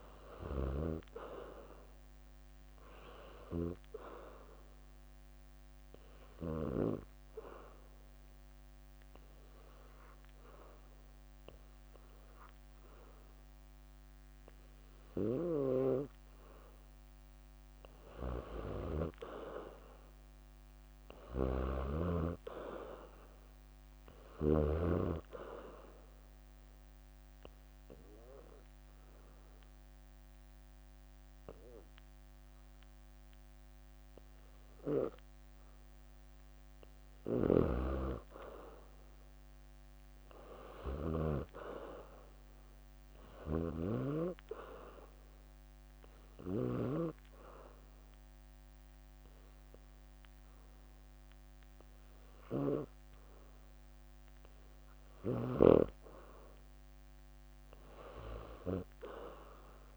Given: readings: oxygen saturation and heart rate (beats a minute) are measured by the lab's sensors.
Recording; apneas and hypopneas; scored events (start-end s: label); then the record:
breathing in sleep by a microphone on the trachea; 3
0.00-1.00 s: arousal
0.00-8.00 s: leg movement (device-marked)
3.50-16.00 s: obstructive apnea (oxygen 96% before, 90% lowest, heart rate 66 before, 59 extreme, up 6 after)
12.50-20.50 s: leg movement (device-marked)
18.00-20.50 s: arousal
21.00-25.50 s: leg movement (device-marked)
23.00-38.00 s: oxygen desaturation (device-marked, oxygen 95% before, 90% lowest, heart rate 66 before, 59 extreme)
25.00-35.00 s: obstructive apnea (oxygen 95% before, 90% lowest, heart rate 67 before, 59 extreme, up 9 after)
29.50-38.00 s: leg movement (device-marked)
30.00-32.00 s: bradycardia (device-marked, heart rate 66 before, 62 extreme)
36.00-39.50 s: arousal
40.50-47.00 s: leg movement (device-marked)
44.00-55.50 s: obstructive apnea (oxygen 96% before, 91% lowest, heart rate 65 before, 64 extreme, up 7 after)
44.00-58.00 s: oxygen desaturation (device-marked, oxygen 96% before, 91% lowest, heart rate 65 before, 64 extreme)
48.50-53.50 s: leg movement (device-marked)
55.00-59.97 s: snoring (device-marked)
57.00-59.97 s: leg movement (device-marked)
58.50-59.97 s: arousal
From the record:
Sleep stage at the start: N2 (light sleep); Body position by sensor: on the back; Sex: female